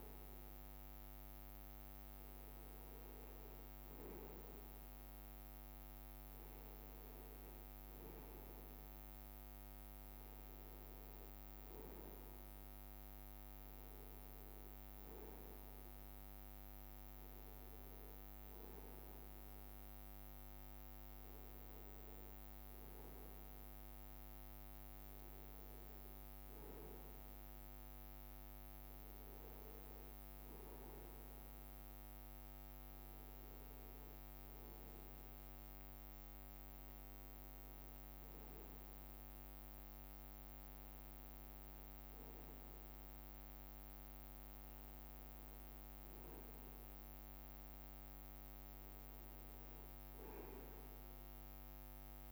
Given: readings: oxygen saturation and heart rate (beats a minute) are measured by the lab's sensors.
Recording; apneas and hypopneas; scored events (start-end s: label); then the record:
breathing in sleep, hard to hear, by a microphone on the trachea; none
0.00-26.50 s: bradycardia (device-marked)
28.50-52.32 s: bradycardia (device-marked)
From the record:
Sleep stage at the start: N1 (lightest sleep); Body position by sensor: on the right side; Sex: male